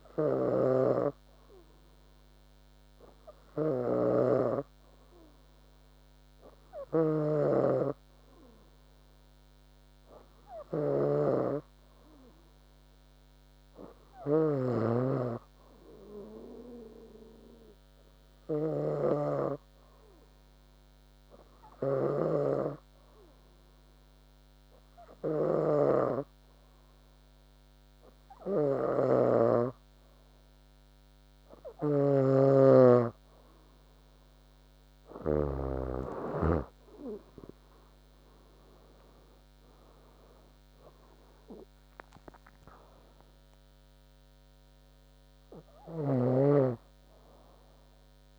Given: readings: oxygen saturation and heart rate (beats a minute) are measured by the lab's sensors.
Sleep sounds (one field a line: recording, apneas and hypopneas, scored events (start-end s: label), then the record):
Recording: a person awake in a sleep study, by a microphone on the trachea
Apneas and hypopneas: none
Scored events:
32.00-36.50 s: snoring (device-marked)
34.00-36.00 s: long interval between heartbeats (device-marked, heart rate 71 before, 79 extreme)
40.00-48.38 s: new sleep stage, N2 (light sleep)
From the record:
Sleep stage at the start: awake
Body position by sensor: on the back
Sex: female